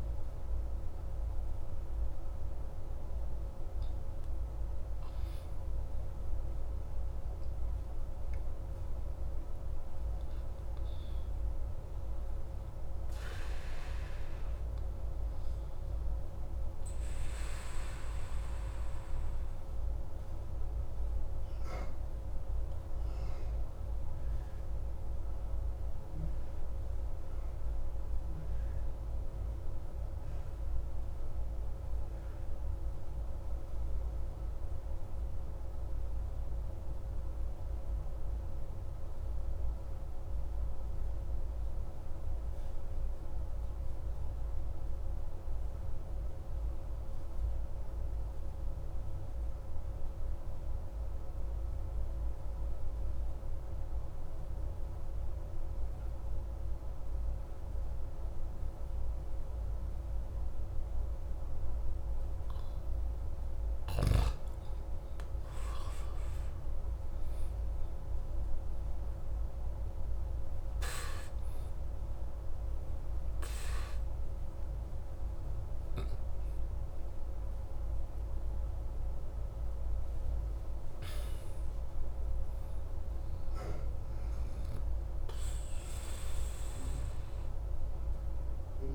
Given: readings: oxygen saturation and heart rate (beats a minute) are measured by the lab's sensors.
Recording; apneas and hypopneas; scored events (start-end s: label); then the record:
breathing in sleep, hard to hear, by a room microphone; 1
0.00-8.50 s: oxygen desaturation (device-marked, oxygen 94% lowest)
22.00-62.00 s: obstructive apnea (oxygen 96% before, 92% lowest)
62.50-86.50 s: oxygen desaturation (device-marked, oxygen 96% before, 92% lowest)
65.50-69.50 s: arousal
From the record:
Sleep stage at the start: N2 (light sleep); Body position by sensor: on the back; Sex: male